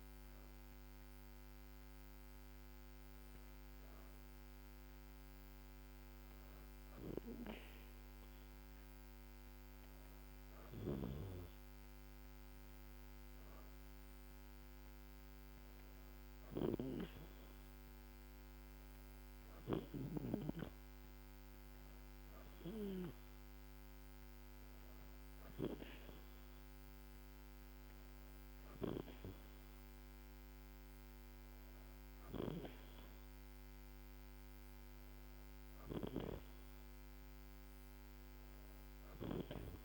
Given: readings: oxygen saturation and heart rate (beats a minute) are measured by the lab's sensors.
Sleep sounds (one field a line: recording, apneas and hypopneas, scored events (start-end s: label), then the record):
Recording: breathing in sleep by a microphone on the trachea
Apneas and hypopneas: none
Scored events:
none scored
From the record:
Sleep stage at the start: N2 (light sleep)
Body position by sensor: on the back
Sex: female